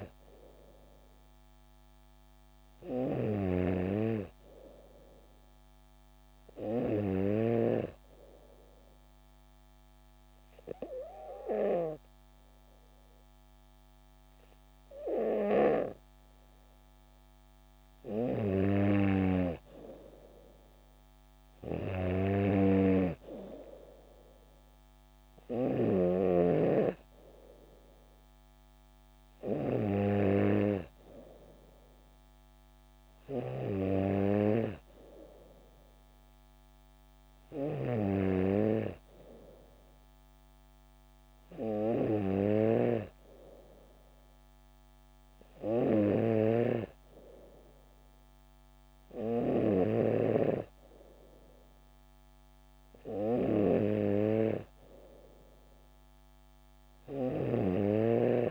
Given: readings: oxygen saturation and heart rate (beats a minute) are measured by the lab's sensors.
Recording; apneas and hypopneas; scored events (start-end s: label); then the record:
breathing in sleep by a microphone on the trachea; 1
8.50-18.50 s: obstructive apnea (oxygen 95% before, 92% lowest, heart rate 70 before, 66 extreme, up 1 after)
20.50-23.50 s: arousal
24.50-27.50 s: arousal
25.00-39.00 s: oxygen desaturation (device-marked, oxygen 95% before, 92% lowest, heart rate 70 before, 69 extreme)
54.50-57.50 s: arousal
From the record:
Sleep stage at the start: N3 (deep sleep); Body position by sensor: on the back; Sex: female